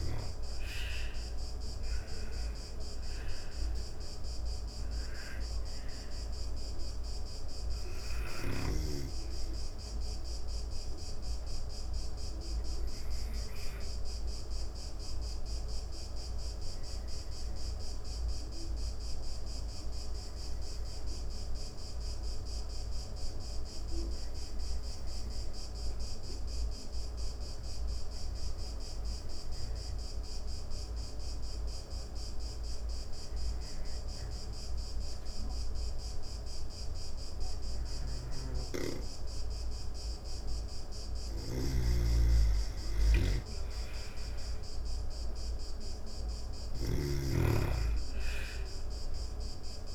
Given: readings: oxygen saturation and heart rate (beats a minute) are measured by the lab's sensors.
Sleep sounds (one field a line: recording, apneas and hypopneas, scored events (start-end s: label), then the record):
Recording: breathing in sleep by a room microphone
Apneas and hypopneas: 1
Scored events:
0.00-21.50 s: oxygen desaturation (device-marked, oxygen 86% lowest)
9.50-39.50 s: obstructive apnea (oxygen 98% before, 86% lowest)
35.50-49.95 s: oxygen desaturation (device-marked, oxygen 98% before, 87% lowest)
40.50-46.00 s: snoring (device-marked)
42.50-46.00 s: arousal
From the record:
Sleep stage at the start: N2 (light sleep)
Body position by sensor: on the back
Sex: female